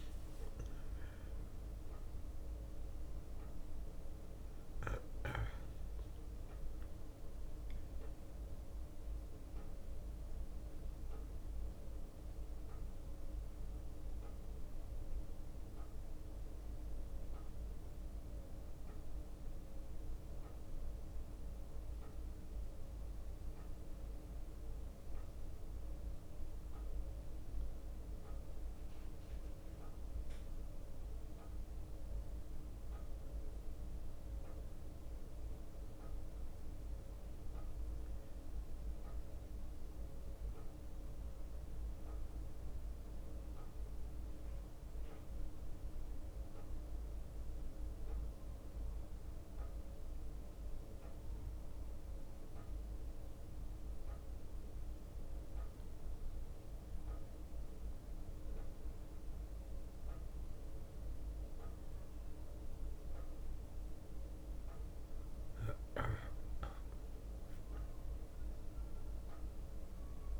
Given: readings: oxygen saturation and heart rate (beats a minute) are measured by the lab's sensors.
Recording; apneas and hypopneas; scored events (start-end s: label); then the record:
a person awake in a sleep study, hard to hear, by a room microphone; none
0.00-1.00 s: bradycardia (device-marked, heart rate 57 extreme)
11.00-64.00 s: bradycardia (device-marked, heart rate 57 before, 58 extreme)
From the record:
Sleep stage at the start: awake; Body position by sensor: on the back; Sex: male